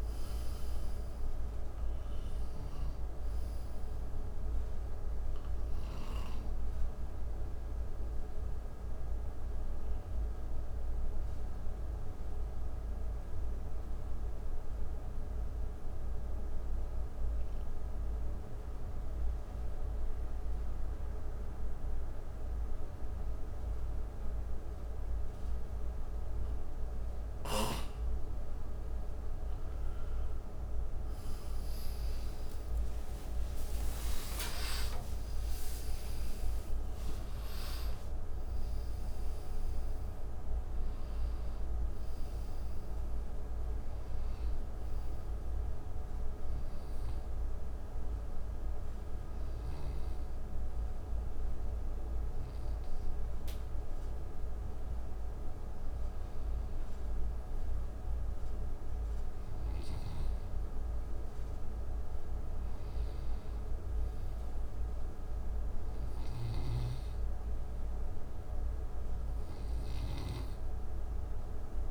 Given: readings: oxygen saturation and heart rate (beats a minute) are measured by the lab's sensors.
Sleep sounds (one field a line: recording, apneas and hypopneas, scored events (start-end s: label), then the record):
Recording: breathing in sleep, hard to hear, by a room microphone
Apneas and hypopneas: 2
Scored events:
0.00-15.00 s: oxygen desaturation (device-marked, oxygen 86% lowest, heart rate 63 extreme)
8.00-28.50 s: obstructive apnea (oxygen 95% before, 86% lowest, heart rate 72 before, 65 extreme, up 49 after)
26.00-50.00 s: oxygen desaturation (device-marked, oxygen 97% before, 88% lowest, heart rate 67 before, 61 extreme)
31.50-37.50 s: arousal
46.00-58.50 s: hypopnea (oxygen 97% before, 89% lowest, heart rate 88 before, 61 extreme, up 3 after)
60.00-63.00 s: arousal
64.00-71.91 s: oxygen desaturation (device-marked, oxygen 98% before, 91% lowest, heart rate 67 before, 65 extreme)
From the record:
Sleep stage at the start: N2 (light sleep)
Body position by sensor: on the right side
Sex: male